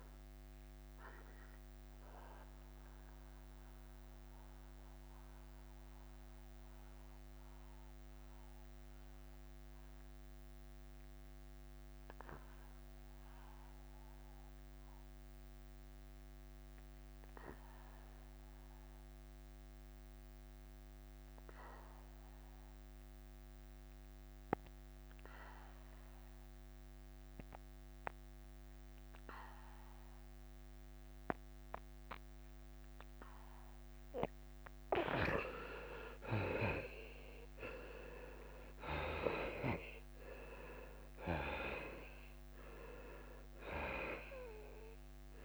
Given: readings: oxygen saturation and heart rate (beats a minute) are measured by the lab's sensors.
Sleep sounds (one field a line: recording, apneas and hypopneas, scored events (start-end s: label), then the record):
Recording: breathing in sleep by a microphone on the trachea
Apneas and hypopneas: 1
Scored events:
1.00-33.50 s: mixed apnea (oxygen 99% before, 75% lowest, heart rate 85 before, 79 extreme, up 5 after)
10.50-20.50 s: oxygen desaturation (device-marked, oxygen 95% before, 84% lowest, heart rate 84 before, 79 extreme)
33.50-41.50 s: oxygen desaturation (device-marked, oxygen 97% before, 91% lowest, heart rate 81 before, 82 extreme)
38.50-43.00 s: arousal
40.50-45.45 s: drop in pulse transit time (device-marked, heart rate 81 before, 82 extreme)
From the record:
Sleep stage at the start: N2 (light sleep)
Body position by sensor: on the back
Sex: male